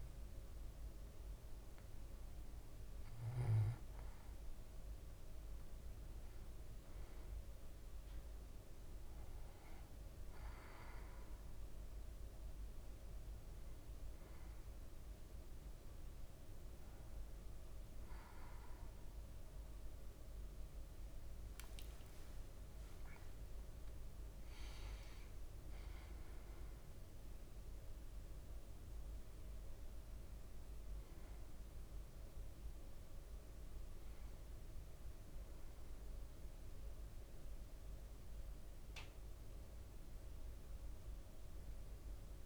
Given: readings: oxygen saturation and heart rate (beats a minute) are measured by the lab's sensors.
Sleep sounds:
breathing in sleep, hard to hear, by a room microphone; none
34.00-39.00 s: arousal
From the record:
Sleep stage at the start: N1 (lightest sleep); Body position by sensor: on the back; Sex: male

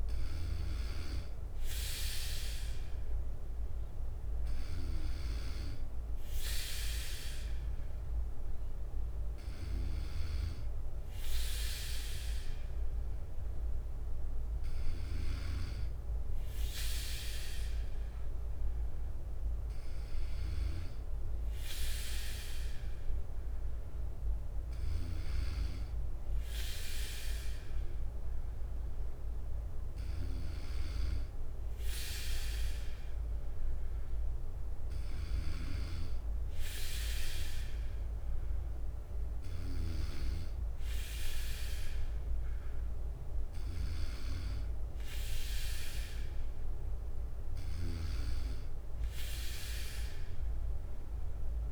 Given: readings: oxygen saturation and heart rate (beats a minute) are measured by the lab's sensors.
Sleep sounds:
breathing in sleep by a room microphone; none
3.50-12.50 s: bradycardia (device-marked, heart rate 59 before, 58 extreme)
47.50-49.50 s: bradycardia (device-marked, heart rate 59 before, 60 extreme)
From the record:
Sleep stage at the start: N3 (deep sleep); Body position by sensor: on the right side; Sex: male

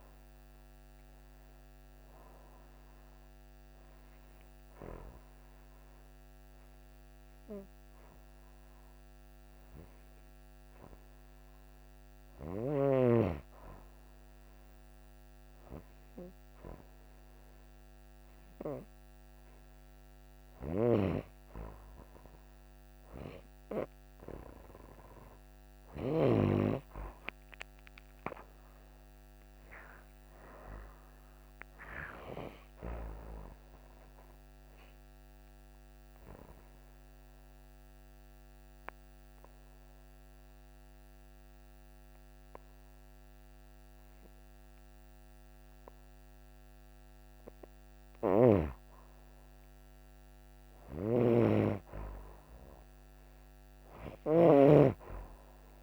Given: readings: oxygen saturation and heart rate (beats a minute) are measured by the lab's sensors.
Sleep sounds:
breathing in sleep by a microphone on the trachea; 2
0.00-4.50 s: oxygen desaturation (device-marked, oxygen 92% lowest, heart rate 43 extreme)
5.50-19.00 s: hypopnea (oxygen 97% before, 92% lowest, heart rate 66 before, 43 extreme, up 1 after)
24.50-29.00 s: arousal
30.50-48.50 s: oxygen desaturation (device-marked, oxygen 97% before, 92% lowest, heart rate 53 before, 37 extreme)
35.00-45.00 s: obstructive apnea (oxygen 98% before, 90% lowest, heart rate 54 before, 37 extreme, up 2 after)
50.50-54.50 s: snoring (device-marked)
52.00-55.82 s: arousal
From the record:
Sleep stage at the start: N2 (light sleep); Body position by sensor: on the back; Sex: female

